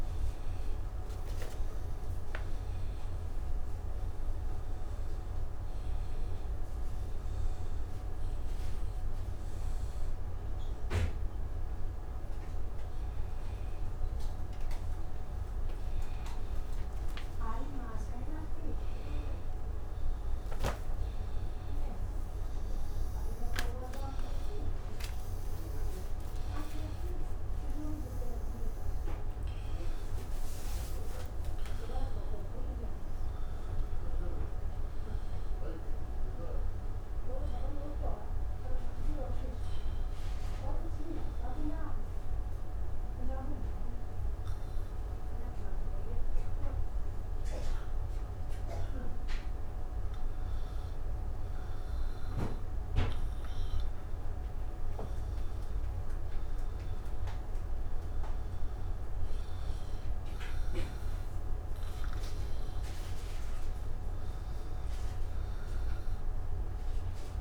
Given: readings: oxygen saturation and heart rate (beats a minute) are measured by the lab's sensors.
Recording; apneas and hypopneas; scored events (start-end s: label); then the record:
breathing in sleep by a room microphone; 1
39.50-52.50 s: obstructive apnea (oxygen 97% before, 89% lowest)
58.00-67.41 s: oxygen desaturation (device-marked, oxygen 97% before, 93% lowest)
From the record:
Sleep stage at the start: N1 (lightest sleep); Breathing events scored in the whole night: 332 in 5.7 hours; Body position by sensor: on the back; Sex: male